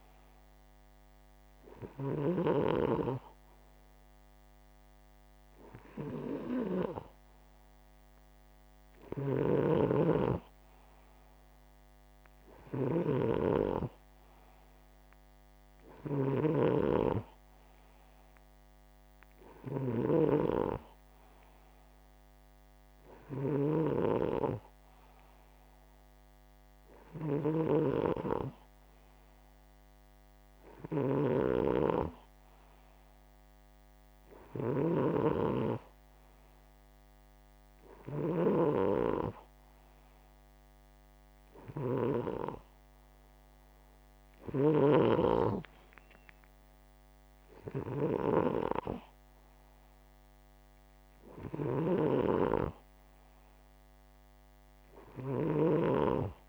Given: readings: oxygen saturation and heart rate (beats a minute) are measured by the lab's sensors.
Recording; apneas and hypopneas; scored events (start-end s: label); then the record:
breathing in sleep by a microphone on the trachea; none
0.00-2.00 s: snoring (device-marked)
8.50-16.00 s: snoring (device-marked)
23.00-38.00 s: snoring (device-marked)
51.00-56.49 s: snoring (device-marked)
From the record:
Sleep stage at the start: N2 (light sleep); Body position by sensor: upright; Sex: male